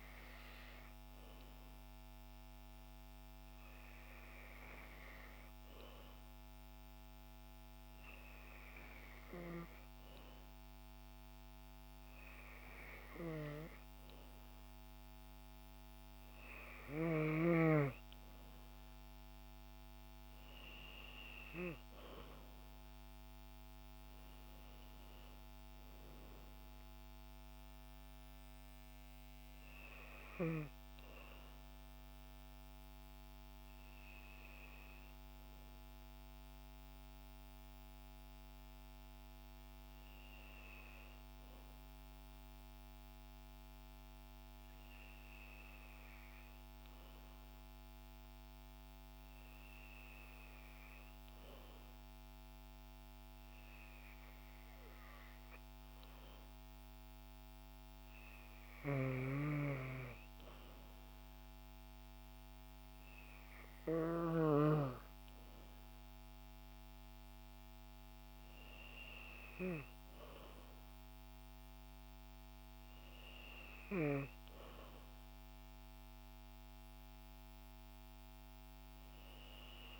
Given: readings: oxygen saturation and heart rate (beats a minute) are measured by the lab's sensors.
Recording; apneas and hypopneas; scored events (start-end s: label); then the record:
breathing in sleep by a microphone on the trachea; 1
35.50-39.50 s: arousal
43.00-55.50 s: hypopnea (oxygen 93% before, 91% lowest, heart rate 57 before, 54 extreme, up 5 after)
59.00-80.00 s: oxygen desaturation (device-marked, oxygen 95% before, 91% lowest, heart rate 54 before, 54 extreme)
60.00-63.50 s: arousal
From the record:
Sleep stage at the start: N2 (light sleep); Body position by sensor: on the back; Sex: female